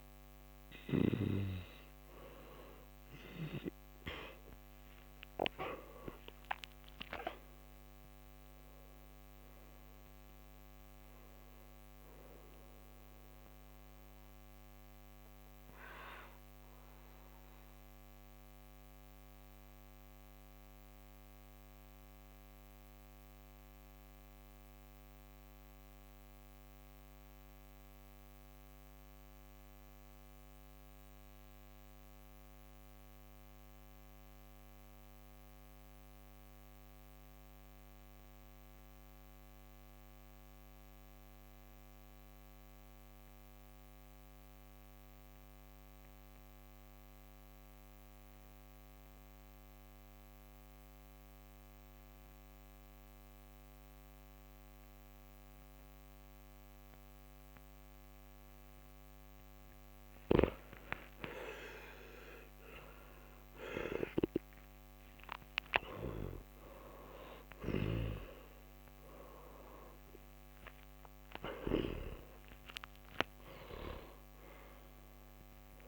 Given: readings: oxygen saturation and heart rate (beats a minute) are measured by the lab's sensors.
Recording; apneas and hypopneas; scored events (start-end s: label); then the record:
breathing in sleep by a microphone on the trachea; 1
0.00-19.50 s: oxygen desaturation (device-marked, oxygen 88% lowest, heart rate 51 extreme)
6.50-11.00 s: arousal
16.00-59.00 s: mixed apnea (oxygen 95% before, 89% lowest, heart rate 67 before, 51 extreme, up 13 after)
60.50-64.50 s: arousal
60.50-75.88 s: oxygen desaturation (device-marked, oxygen 97% before, 89% lowest, heart rate 59 before, 46 extreme)
From the record:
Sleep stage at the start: N2 (light sleep); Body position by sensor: on the back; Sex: male